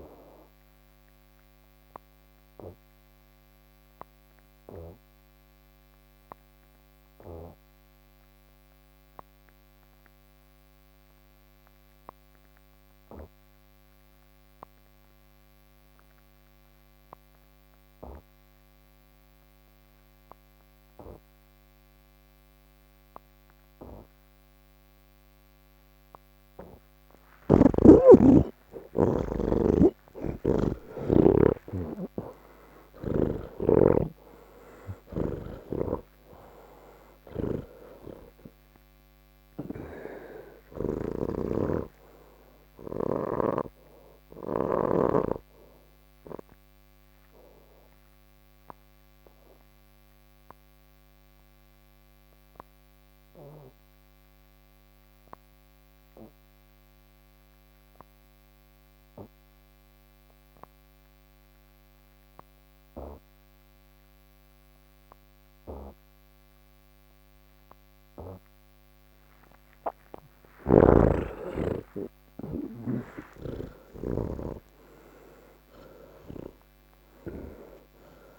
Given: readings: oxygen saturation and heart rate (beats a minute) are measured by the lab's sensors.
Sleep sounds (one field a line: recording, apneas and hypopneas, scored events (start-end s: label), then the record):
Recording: breathing in sleep by a microphone on the trachea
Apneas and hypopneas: none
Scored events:
0.00-13.50 s: oxygen desaturation (device-marked, oxygen 84% lowest)
24.50-35.50 s: oxygen desaturation (device-marked, oxygen 99% before, 89% lowest)
29.50-33.00 s: snoring (device-marked)
35.00-44.50 s: snoring (device-marked)
37.50-58.50 s: oxygen desaturation (device-marked, oxygen 92% before, 80% lowest)
68.50-78.38 s: oxygen desaturation (device-marked, oxygen 99% before, 90% lowest, heart rate 37 before, 69 extreme)
70.00-73.50 s: snoring (device-marked)
From the record:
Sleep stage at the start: N3 (deep sleep)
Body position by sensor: on the back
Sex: male